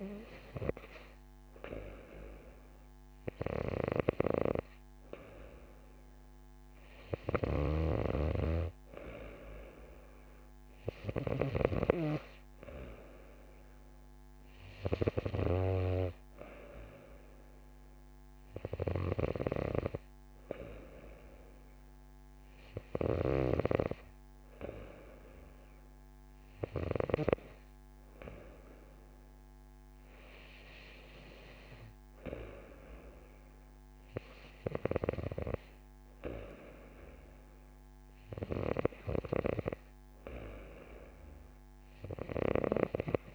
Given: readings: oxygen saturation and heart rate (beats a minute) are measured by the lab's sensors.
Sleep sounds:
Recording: breathing in sleep by a microphone on the trachea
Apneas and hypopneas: none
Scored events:
none scored
From the record:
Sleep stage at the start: N2 (light sleep)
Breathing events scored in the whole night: 138 in 5.5 hours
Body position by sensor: on the right side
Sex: female

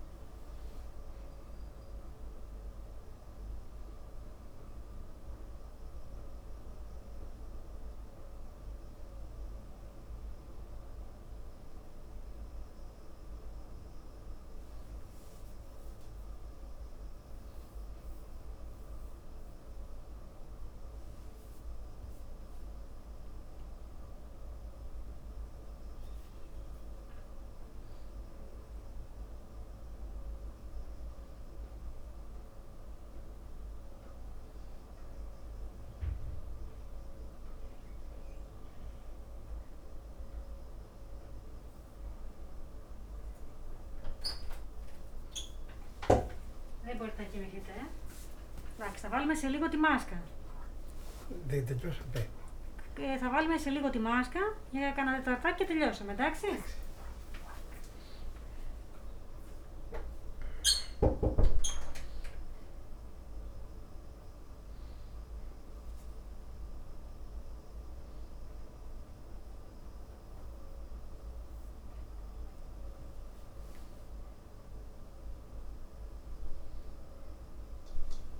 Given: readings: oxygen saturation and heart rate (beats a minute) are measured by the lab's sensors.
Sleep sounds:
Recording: a person awake in a sleep study, by a room microphone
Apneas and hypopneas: none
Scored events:
none scored
From the record:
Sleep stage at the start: awake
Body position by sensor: on the back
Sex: male

